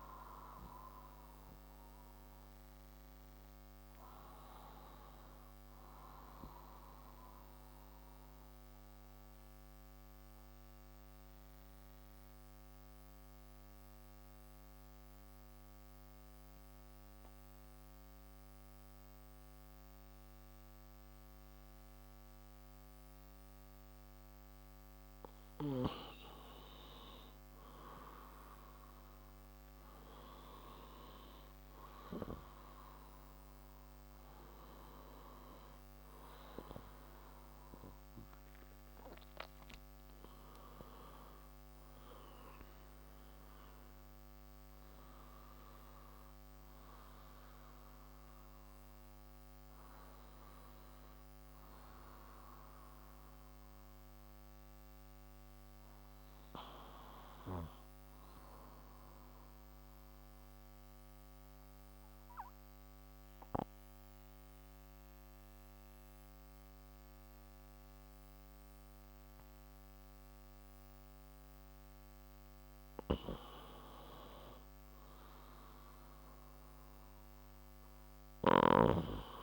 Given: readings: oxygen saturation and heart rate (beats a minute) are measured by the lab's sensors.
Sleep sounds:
breathing in sleep by a microphone on the trachea; 2
2.50-14.50 s: oxygen desaturation (device-marked, oxygen 93% before, 89% lowest)
9.00-24.50 s: obstructive apnea (oxygen 95% before, 89% lowest)
26.50-30.50 s: arousal
29.50-53.50 s: oxygen desaturation (device-marked, oxygen 98% before, 92% lowest)
59.50-72.00 s: obstructive apnea (oxygen 96% before, 92% lowest)
75.50-79.43 s: arousal
From the record:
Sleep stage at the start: N2 (light sleep); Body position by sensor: on the left side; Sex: male

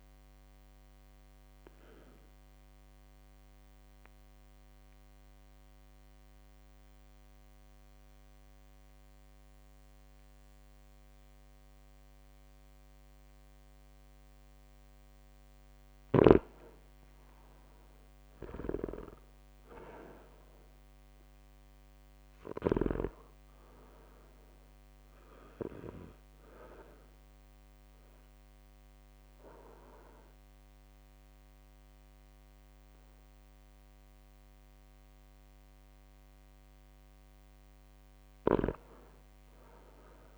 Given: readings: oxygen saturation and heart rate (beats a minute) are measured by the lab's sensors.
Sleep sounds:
breathing in sleep by a microphone on the trachea; 2
1.50-14.00 s: obstructive apnea (oxygen 99% before, 95% lowest, heart rate 59 before, 54 extreme, up 5 after)
3.50-12.50 s: drop in pulse transit time (device-marked, heart rate 59 before, 56 extreme)
5.50-22.50 s: oxygen desaturation (device-marked, oxygen 99% before, 95% lowest, heart rate 59 before, 54 extreme)
17.50-21.00 s: arousal
18.50-23.00 s: snoring (device-marked)
25.00-36.00 s: obstructive apnea (oxygen 99% before, 94% lowest, heart rate 59 before, 54 extreme, up 6 after)
38.00-40.38 s: arousal
From the record:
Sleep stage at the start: REM sleep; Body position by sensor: on the back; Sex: male

